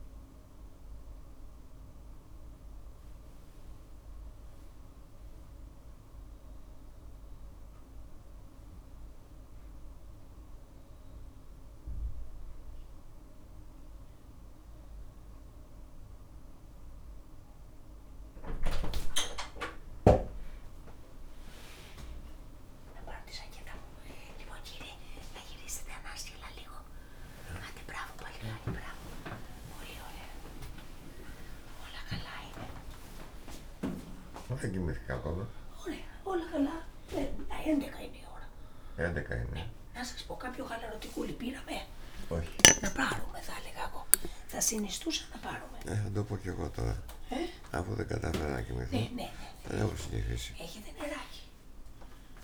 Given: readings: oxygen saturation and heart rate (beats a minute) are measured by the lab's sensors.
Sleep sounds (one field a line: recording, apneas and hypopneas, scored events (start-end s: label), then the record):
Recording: a person awake in a sleep study, by a room microphone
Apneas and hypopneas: none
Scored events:
12.00-19.00 s: drop in pulse transit time (device-marked, heart rate 52 before, 52 extreme)
23.00-52.44 s: new sleep stage, awake
27.00-33.00 s: tachycardia (device-marked, heart rate 52 before, 132 extreme)
28.50-30.50 s: long interval between heartbeats (device-marked, heart rate 53 before, 87 extreme)
29.00-43.00 s: drop in pulse transit time (device-marked, heart rate 55 before, 62 extreme)
32.00-34.00 s: long interval between heartbeats (device-marked, heart rate 63 before, 132 extreme)
42.00-44.00 s: long interval between heartbeats (device-marked, heart rate 87 before, 76 extreme)
From the record:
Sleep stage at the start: N2 (light sleep)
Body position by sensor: on the right side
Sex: male